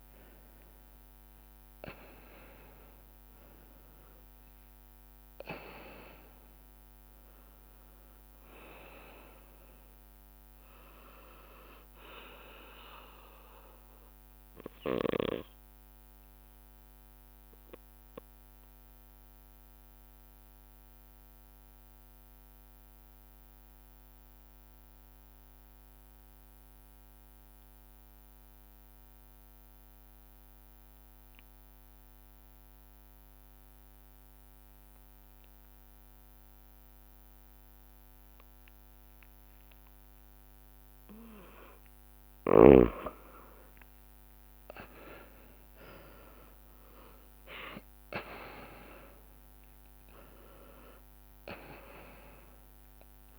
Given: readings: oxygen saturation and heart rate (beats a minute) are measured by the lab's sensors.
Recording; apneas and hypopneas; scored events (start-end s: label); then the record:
breathing in sleep by a microphone on the trachea; 1
0.00-2.00 s: long interval between heartbeats (device-marked, heart rate 62 before, 76 extreme)
0.00-10.00 s: drop in pulse transit time (device-marked, heart rate 62 before, 62 extreme)
0.00-24.00 s: oxygen desaturation (device-marked, oxygen 91% lowest, heart rate 58 extreme)
5.50-7.50 s: long interval between heartbeats (device-marked, heart rate 65 before, 63 extreme)
9.00-11.00 s: long interval between heartbeats (device-marked, heart rate 67 before, 70 extreme)
15.00-17.00 s: long interval between heartbeats (device-marked, heart rate 69 before, 58 extreme)
15.50-40.00 s: obstructive apnea (oxygen 99% before, 91% lowest, heart rate 69 before, 49 extreme, up 16 after)
18.50-20.50 s: long interval between heartbeats (device-marked, heart rate 68 before, 66 extreme)
27.50-29.50 s: long interval between heartbeats (device-marked, heart rate 66 before, 61 extreme)
33.00-35.00 s: long interval between heartbeats (device-marked, heart rate 64 before, 64 extreme)
35.50-37.50 s: long interval between heartbeats (device-marked, heart rate 65 before, 70 extreme)
41.50-43.50 s: long interval between heartbeats (device-marked, heart rate 66 before, 69 extreme)
42.00-53.39 s: oxygen desaturation (device-marked, oxygen 98% before, 91% lowest, heart rate 66 before, 46 extreme)
42.50-48.50 s: arousal
47.00-49.00 s: long interval between heartbeats (device-marked, heart rate 68 before, 72 extreme)
50.50-52.50 s: long interval between heartbeats (device-marked, heart rate 69 before, 73 extreme)
From the record:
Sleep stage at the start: N2 (light sleep); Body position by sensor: on the left side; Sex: male